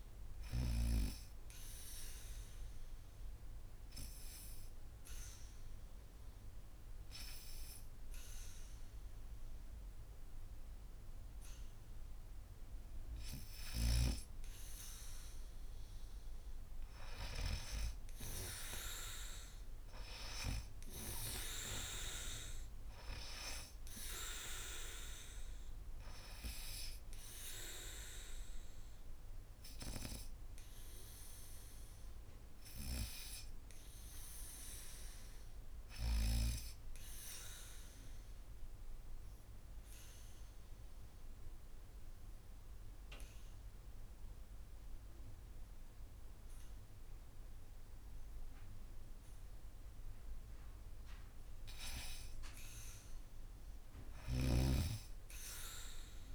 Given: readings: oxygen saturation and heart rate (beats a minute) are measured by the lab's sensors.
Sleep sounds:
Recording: breathing in sleep by a room microphone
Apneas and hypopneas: 2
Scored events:
0.00-4.00 s: oxygen desaturation (device-marked, oxygen 99% before, 93% lowest, heart rate 80 before, 74 extreme)
1.00-12.50 s: obstructive apnea (oxygen 99% before, 83% lowest, heart rate 80 before, 74 extreme, up 3 after)
15.00-18.50 s: arousal
31.00-39.00 s: oxygen desaturation (device-marked, oxygen 94% before, 91% lowest, heart rate 78 before, 72 extreme)
37.00-50.00 s: obstructive apnea (oxygen 95% before, 83% lowest, heart rate 79 before, 72 extreme)
53.50-56.35 s: arousal
53.50-56.35 s: snoring (device-marked)
55.00-56.35 s: oxygen desaturation (device-marked, oxygen 97% before, 83% lowest, heart rate 77 before, 71 extreme)
From the record:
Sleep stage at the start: N2 (light sleep)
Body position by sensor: on the back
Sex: female

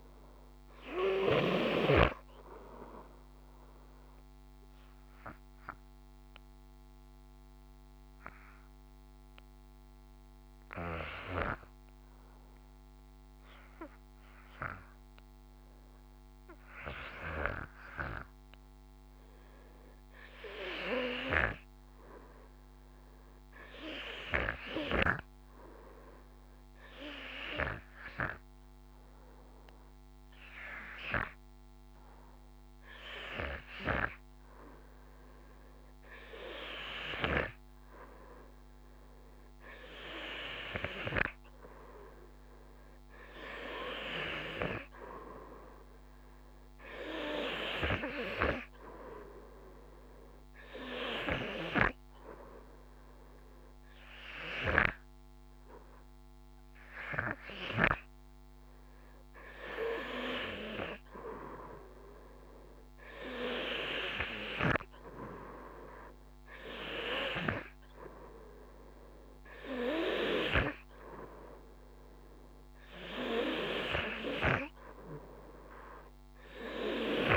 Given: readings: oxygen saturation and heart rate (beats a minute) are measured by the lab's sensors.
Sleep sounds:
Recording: breathing in sleep by a microphone on the trachea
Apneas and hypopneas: 1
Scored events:
4.50-39.50 s: hypopnea (oxygen 97% before, 90% lowest, heart rate 55 before, 48 extreme, up 1 after)
14.50-77.37 s: new sleep stage, REM sleep
29.50-64.50 s: oxygen desaturation (device-marked, oxygen 95% before, 90% lowest, heart rate 49 before, 49 extreme)
42.00-45.00 s: arousal
From the record:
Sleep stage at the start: N2 (light sleep)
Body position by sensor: on the front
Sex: male

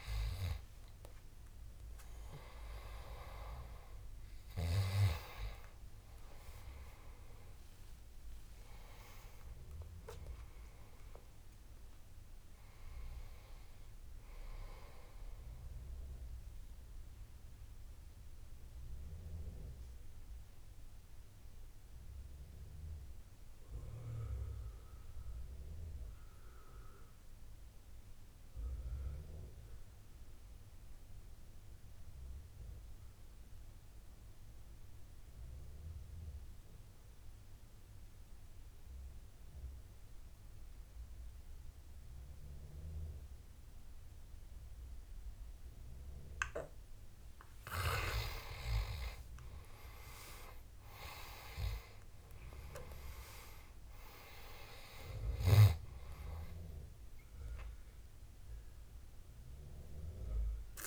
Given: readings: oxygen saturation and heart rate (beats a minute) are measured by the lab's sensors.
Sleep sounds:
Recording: breathing in sleep by a room microphone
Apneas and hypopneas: 1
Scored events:
0.00-1.00 s: oxygen desaturation (device-marked, oxygen 92% lowest, heart rate 64 extreme)
6.50-11.50 s: arousal
17.50-47.00 s: obstructive apnea (oxygen 98% before, 84% lowest, heart rate 82 before, 64 extreme, up 13 after)
40.00-60.86 s: oxygen desaturation (device-marked, oxygen 98% before, 84% lowest, heart rate 68 before, 66 extreme)
49.00-52.50 s: arousal
From the record:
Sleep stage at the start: N2 (light sleep)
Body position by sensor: on the back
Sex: male

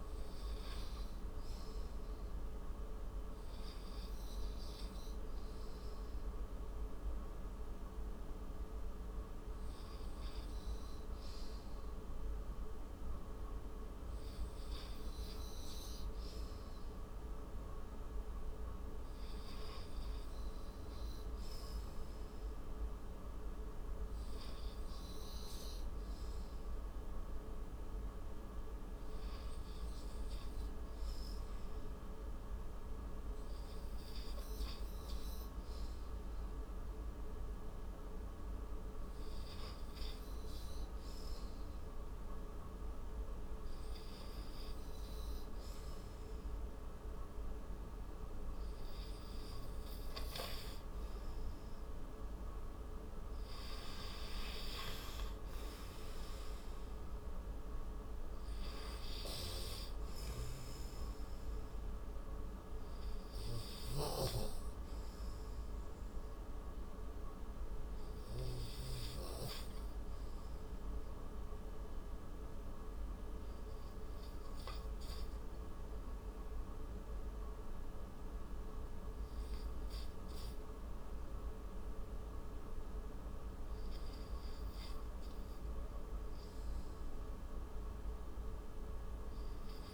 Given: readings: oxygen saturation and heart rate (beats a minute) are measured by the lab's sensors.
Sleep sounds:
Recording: breathing in sleep, hard to hear, by a room microphone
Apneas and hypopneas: 1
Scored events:
3.50-13.50 s: oxygen desaturation (device-marked, oxygen 91% before, 88% lowest, heart rate 88 before, 58 extreme)
23.50-33.50 s: oxygen desaturation (device-marked, oxygen 94% before, 89% lowest, heart rate 75 before, 58 extreme)
53.00-56.50 s: arousal
72.00-85.50 s: hypopnea (oxygen 92% before, 87% lowest, heart rate 87 before, 48 extreme, up 18 after)
87.00-89.94 s: arousal
From the record:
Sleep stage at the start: REM sleep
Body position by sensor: on the right side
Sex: male

